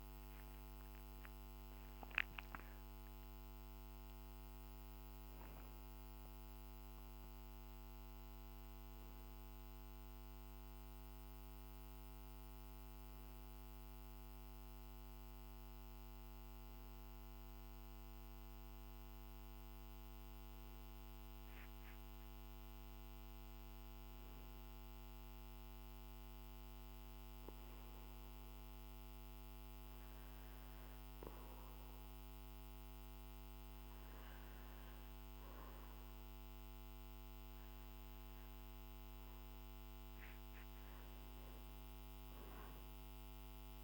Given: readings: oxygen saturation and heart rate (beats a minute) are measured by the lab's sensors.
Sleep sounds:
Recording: breathing in sleep, hard to hear, by a microphone on the trachea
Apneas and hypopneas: none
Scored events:
0.00-3.00 s: arousal
From the record:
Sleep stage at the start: N2 (light sleep)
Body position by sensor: on the back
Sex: male

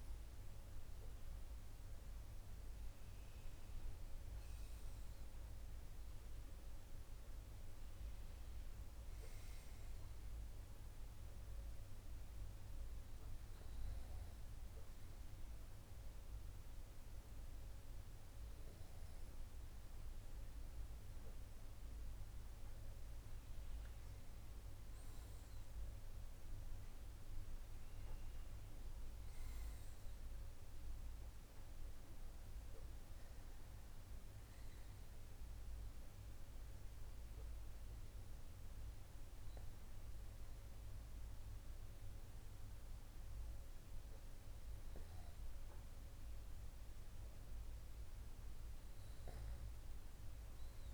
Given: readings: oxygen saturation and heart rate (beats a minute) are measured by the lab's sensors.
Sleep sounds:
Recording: breathing in sleep, hard to hear, by a room microphone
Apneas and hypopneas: 1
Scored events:
4.50-7.50 s: arousal
6.00-50.94 s: new sleep stage, N2 (light sleep)
11.00-22.50 s: hypopnea (oxygen 98% before, 96% lowest, heart rate 76 before, 74 extreme, up 52 after)
25.00-28.00 s: arousal
From the record:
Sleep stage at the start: N1 (lightest sleep)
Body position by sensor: on the right side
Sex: male

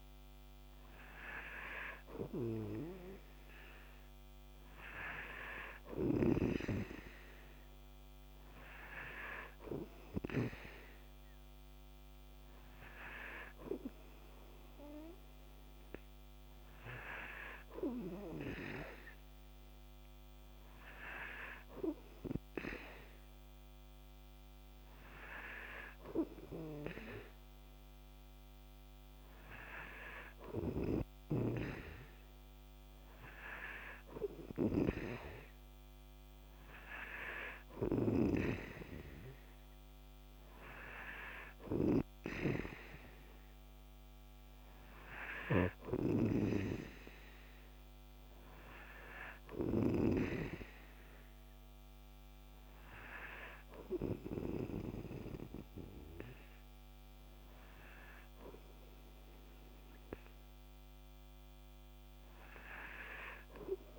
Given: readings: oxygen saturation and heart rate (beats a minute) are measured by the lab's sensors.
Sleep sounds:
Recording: breathing in sleep by a microphone on the trachea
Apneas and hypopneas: none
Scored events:
0.00-9.00 s: oxygen desaturation (device-marked, oxygen 92% lowest, heart rate 53 extreme)
15.00-63.99 s: new sleep stage, N3 (deep sleep)
16.00-44.00 s: oxygen desaturation (device-marked, oxygen 97% before, 91% lowest, heart rate 54 before, 51 extreme)
46.50-50.50 s: snoring (device-marked)
From the record:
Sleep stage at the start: N2 (light sleep)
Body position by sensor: on the right side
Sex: male

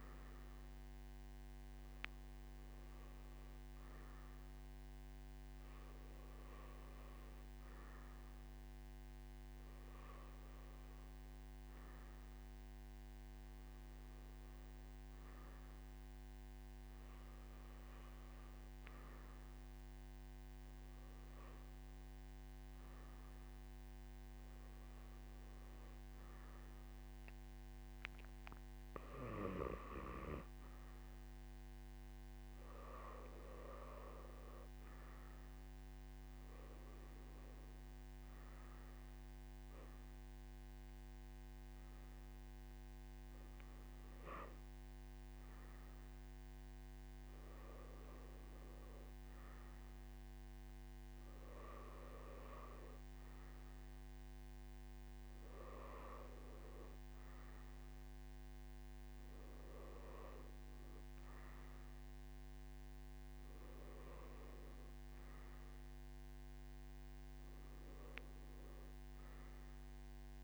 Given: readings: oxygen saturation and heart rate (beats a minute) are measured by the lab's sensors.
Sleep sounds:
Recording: breathing in sleep by a microphone on the trachea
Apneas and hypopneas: none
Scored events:
19.50-70.44 s: new sleep stage, N2 (light sleep)
From the record:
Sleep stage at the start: N1 (lightest sleep)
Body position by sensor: on the right side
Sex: male

